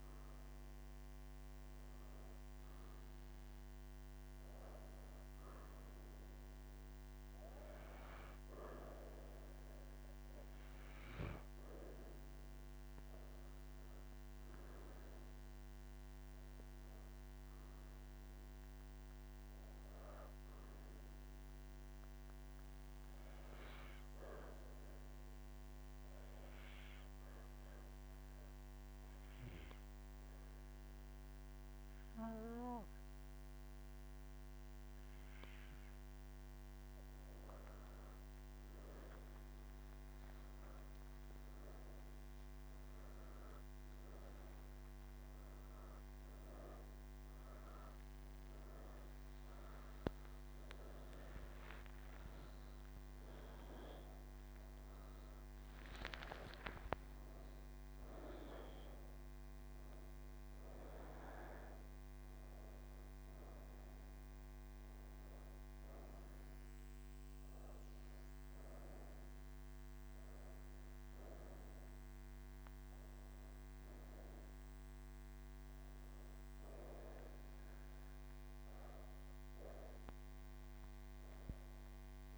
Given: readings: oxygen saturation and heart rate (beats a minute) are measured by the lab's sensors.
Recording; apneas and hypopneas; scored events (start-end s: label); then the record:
breathing in sleep by a microphone on the trachea; 1
25.00-37.00 s: obstructive apnea (oxygen 95% before, 93% lowest, heart rate 60 before, 46 extreme, up 34 after)
76.00-82.38 s: oxygen desaturation (device-marked, oxygen 96% before, 93% lowest, heart rate 59 before, 55 extreme)
From the record:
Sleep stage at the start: N1 (lightest sleep); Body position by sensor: on the right side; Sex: female